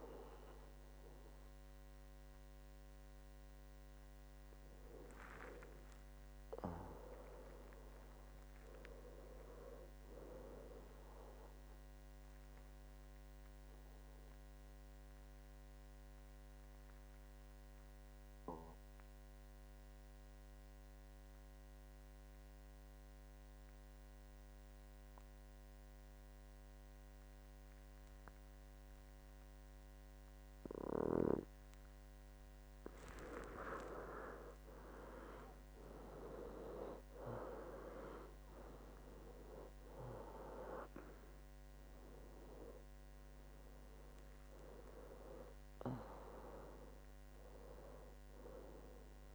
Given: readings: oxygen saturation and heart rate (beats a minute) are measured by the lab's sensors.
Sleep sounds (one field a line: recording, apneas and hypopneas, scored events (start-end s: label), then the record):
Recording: breathing in sleep by a microphone on the trachea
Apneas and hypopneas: 1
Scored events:
0.00-9.00 s: oxygen desaturation (device-marked, oxygen 90% lowest, heart rate 63 extreme)
13.00-32.50 s: obstructive apnea (oxygen 98% before, 89% lowest, heart rate 78 before, 63 extreme, up 20 after)
34.50-39.50 s: arousal
35.00-49.34 s: oxygen desaturation (device-marked, oxygen 98% before, 89% lowest, heart rate 67 before, 74 extreme)
From the record:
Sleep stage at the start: N2 (light sleep)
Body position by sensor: on the back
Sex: male